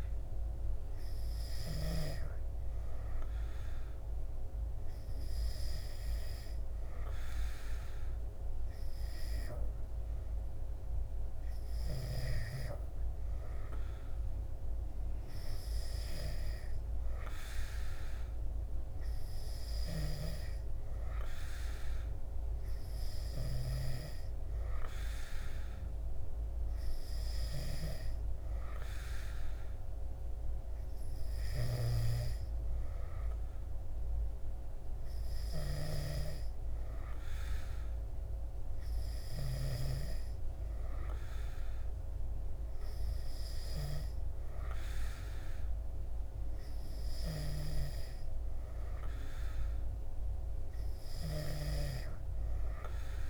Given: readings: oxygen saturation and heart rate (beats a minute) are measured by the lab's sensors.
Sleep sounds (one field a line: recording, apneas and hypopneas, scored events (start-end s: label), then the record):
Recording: breathing in sleep by a room microphone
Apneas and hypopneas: none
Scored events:
none scored
From the record:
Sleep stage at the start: N3 (deep sleep)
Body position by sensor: on the back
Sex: male